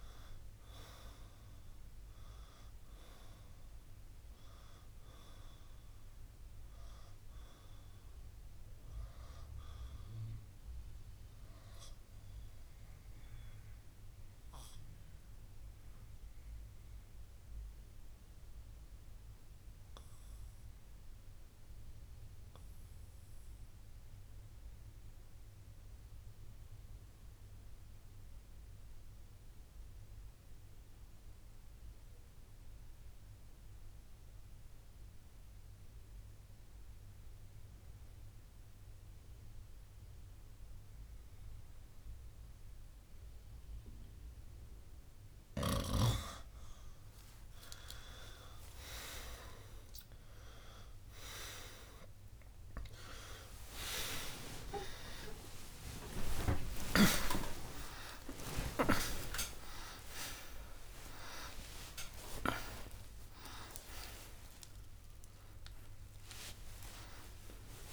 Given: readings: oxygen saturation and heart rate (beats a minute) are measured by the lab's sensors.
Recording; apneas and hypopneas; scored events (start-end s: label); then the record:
breathing in sleep by a room microphone; 1
0.00-7.50 s: oxygen desaturation (device-marked, oxygen 92% lowest, heart rate 56 extreme)
12.50-45.00 s: obstructive apnea (oxygen 97% before, 91% lowest, heart rate 67 before, 56 extreme, up 10 after)
15.50-28.50 s: oxygen desaturation (device-marked, oxygen 95% before, 91% lowest, heart rate 66 before, 56 extreme)
48.50-67.93 s: oxygen desaturation (device-marked, oxygen 97% before, 91% lowest, heart rate 60 before, 47 extreme)
63.50-67.93 s: new sleep stage, awake
From the record:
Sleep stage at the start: N2 (light sleep); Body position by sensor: on the right side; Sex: male